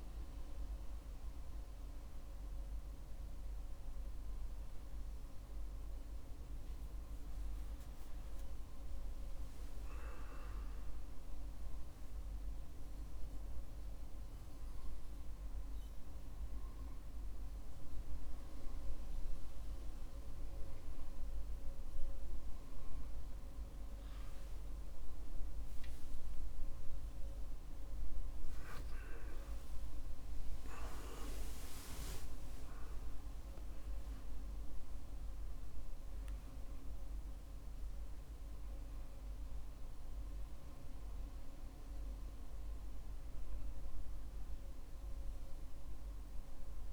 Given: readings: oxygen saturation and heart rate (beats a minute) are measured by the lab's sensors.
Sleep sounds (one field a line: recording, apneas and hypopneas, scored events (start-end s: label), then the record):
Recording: breathing in sleep, hard to hear, by a room microphone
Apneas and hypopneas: none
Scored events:
24.00-30.00 s: arousal
From the record:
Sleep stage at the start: N1 (lightest sleep)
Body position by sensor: on the back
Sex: male